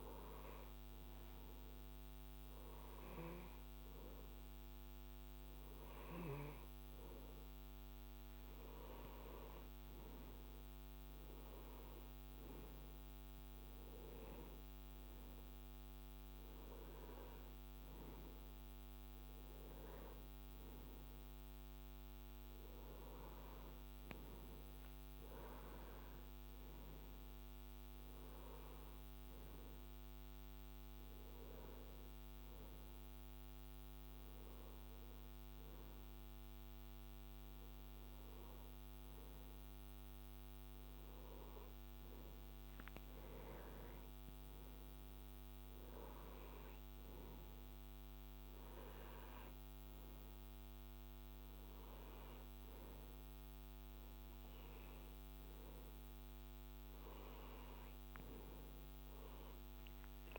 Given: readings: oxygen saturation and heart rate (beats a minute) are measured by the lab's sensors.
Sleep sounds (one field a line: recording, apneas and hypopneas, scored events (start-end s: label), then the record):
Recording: breathing in sleep, hard to hear, by a microphone on the trachea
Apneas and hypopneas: none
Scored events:
none scored
From the record:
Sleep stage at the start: N2 (light sleep)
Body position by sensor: on the right side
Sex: male